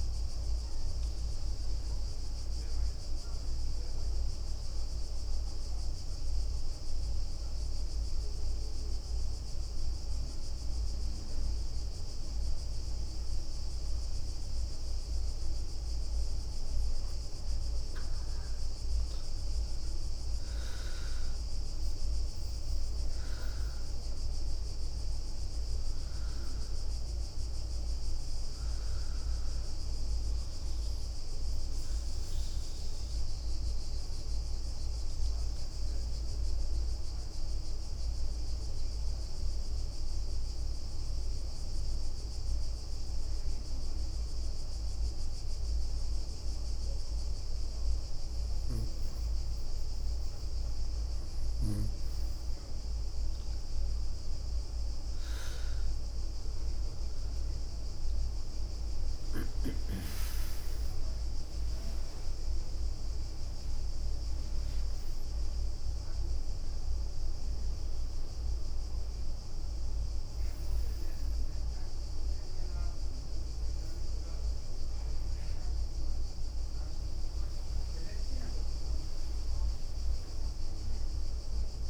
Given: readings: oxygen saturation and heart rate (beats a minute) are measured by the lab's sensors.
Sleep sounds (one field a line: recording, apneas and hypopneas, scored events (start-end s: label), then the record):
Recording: breathing in sleep, hard to hear, by a room microphone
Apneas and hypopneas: 2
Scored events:
0.00-1.50 s: leg movement (device-marked)
1.00-12.50 s: obstructive apnea (oxygen 98% before, 95% lowest, heart rate 64 before, 57 extreme, up 8 after)
1.50-10.00 s: leg movement (device-marked)
19.50-24.00 s: arousal
31.50-42.50 s: bradycardia (device-marked, heart rate 67 before, 55 extreme)
35.00-48.00 s: obstructive apnea (oxygen 98% before, 95% lowest, heart rate 67 before, 55 extreme, up 13 after)
50.00-52.00 s: leg movement (device-marked)
53.50-55.00 s: leg movement (device-marked)
56.50-63.00 s: leg movement (device-marked)
59.00-64.00 s: arousal
59.50-64.50 s: tachycardia (device-marked, heart rate 67 before, 110 extreme)
63.00-65.00 s: long interval between heartbeats (device-marked, heart rate 67 before, 109 extreme)
63.50-65.50 s: leg movement (device-marked)
73.50-81.90 s: new sleep stage, N1 (lightest sleep)
75.00-77.00 s: leg movement (device-marked)
79.50-81.90 s: leg movement (device-marked)
From the record:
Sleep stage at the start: N2 (light sleep)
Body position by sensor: on the right side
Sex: female